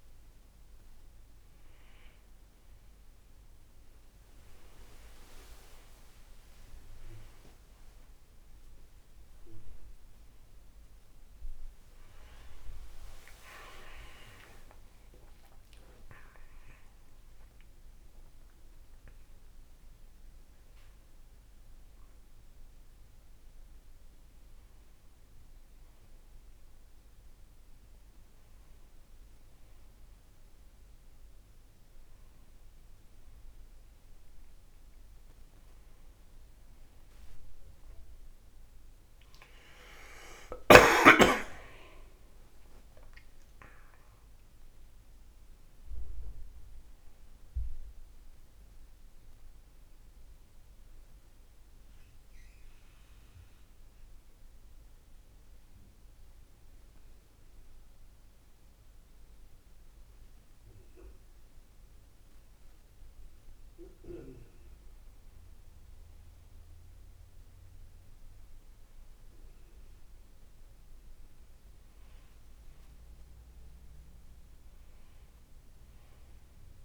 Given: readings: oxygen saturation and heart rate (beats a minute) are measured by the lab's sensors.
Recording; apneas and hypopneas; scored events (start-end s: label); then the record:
breathing in sleep by a room microphone; none
12.00-18.00 s: arousal
13.50-15.50 s: long interval between heartbeats (device-marked, heart rate 68 before, 63 extreme)
74.50-76.85 s: oxygen desaturation (device-marked, oxygen 98% before, 94% lowest, heart rate 60 before, 61 extreme)
From the record:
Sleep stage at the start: N2 (light sleep); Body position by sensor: on the right side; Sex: male